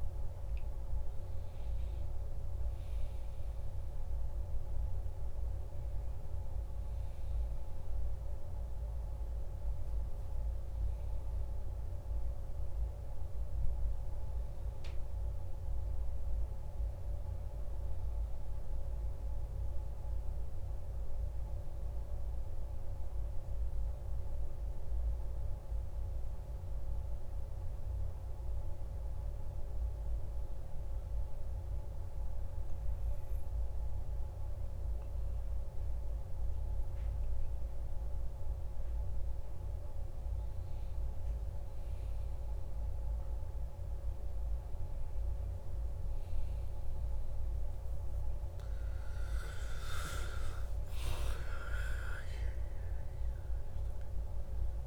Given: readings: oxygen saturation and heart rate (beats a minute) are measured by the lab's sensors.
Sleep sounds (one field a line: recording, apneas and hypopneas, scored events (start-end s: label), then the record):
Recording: breathing in sleep, hard to hear, by a room microphone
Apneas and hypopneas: 1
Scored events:
0.00-2.00 s: arousal
0.00-26.50 s: oxygen desaturation (device-marked, oxygen 94% lowest, heart rate 52 extreme)
22.50-52.50 s: new sleep stage, N2 (light sleep)
23.00-40.00 s: hypopnea (oxygen 97% before, 94% lowest, heart rate 54 before, 52 extreme, up 7 after)
47.50-51.50 s: arousal
50.50-54.87 s: oxygen desaturation (device-marked, oxygen 98% before, 94% lowest, heart rate 55 before, 48 extreme)
52.50-54.87 s: new sleep stage, N1 (lightest sleep)
From the record:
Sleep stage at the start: N1 (lightest sleep)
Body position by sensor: on the back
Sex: male